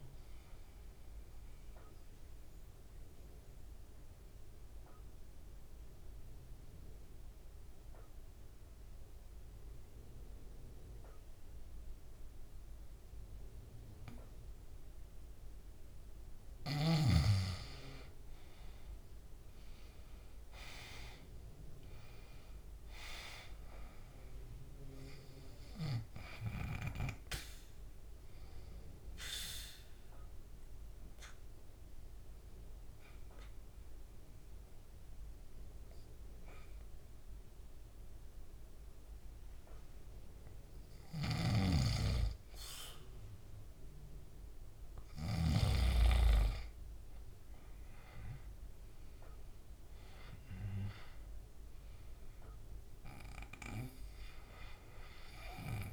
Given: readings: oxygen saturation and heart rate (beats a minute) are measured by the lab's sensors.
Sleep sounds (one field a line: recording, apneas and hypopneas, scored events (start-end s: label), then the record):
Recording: breathing in sleep by a room microphone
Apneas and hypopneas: 2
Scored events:
1.50-15.50 s: mixed apnea (oxygen 98% before, 89% lowest, heart rate 69 before, 64 extreme, up 5 after)
14.00-26.00 s: oxygen desaturation (device-marked, oxygen 95% before, 92% lowest, heart rate 69 before, 66 extreme)
17.50-21.50 s: arousal
29.50-42.00 s: obstructive apnea (oxygen 98% before, 89% lowest, heart rate 67 before, 66 extreme, up 2 after)
33.00-48.00 s: oxygen desaturation (device-marked, oxygen 98% before, 89% lowest, heart rate 68 before, 66 extreme)
41.00-45.50 s: snoring (device-marked)
47.50-50.50 s: arousal
From the record:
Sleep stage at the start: N2 (light sleep)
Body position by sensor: on the back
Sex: male